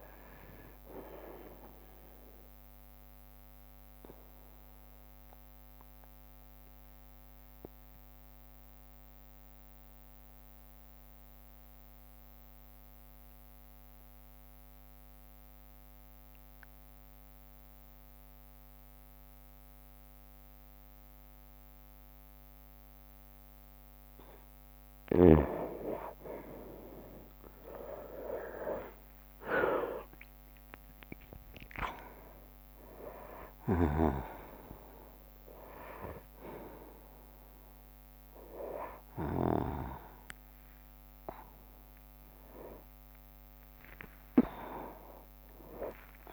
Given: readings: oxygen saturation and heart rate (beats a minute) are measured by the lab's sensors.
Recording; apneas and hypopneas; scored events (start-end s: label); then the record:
breathing in sleep by a microphone on the trachea; 1
0.00-5.00 s: drop in pulse transit time (device-marked, heart rate 49 extreme)
3.00-24.00 s: obstructive apnea (oxygen 98% before, 92% lowest, heart rate 60 before, 56 extreme, up 2 after)
26.00-30.00 s: bradycardia (device-marked, heart rate 64 before, 56 extreme)
26.50-29.50 s: arousal
27.00-40.00 s: drop in pulse transit time (device-marked, heart rate 61 before, 56 extreme)
27.00-43.00 s: oxygen desaturation (device-marked, oxygen 97% before, 92% lowest, heart rate 61 before, 35 extreme)
28.00-30.00 s: long interval between heartbeats (device-marked, heart rate 61 before, 56 extreme)
42.00-44.00 s: long interval between heartbeats (device-marked, heart rate 63 before, 78 extreme)
42.50-46.33 s: arousal
From the record:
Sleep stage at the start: N2 (light sleep); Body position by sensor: on the right side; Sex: male